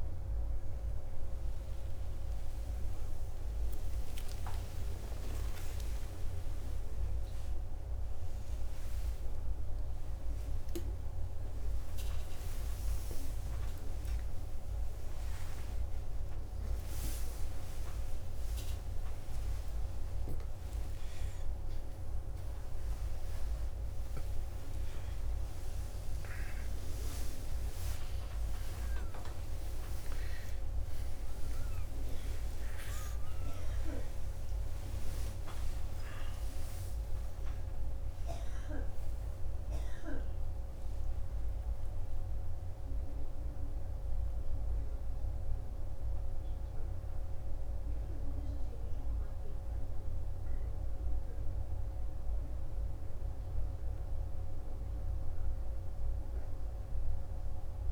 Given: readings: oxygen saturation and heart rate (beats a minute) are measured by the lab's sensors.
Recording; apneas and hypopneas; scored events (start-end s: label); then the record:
a person awake in a sleep study, hard to hear, by a room microphone; none
10.00-57.91 s: new sleep stage, awake
From the record:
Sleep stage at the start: N2 (light sleep); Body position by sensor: on the back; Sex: male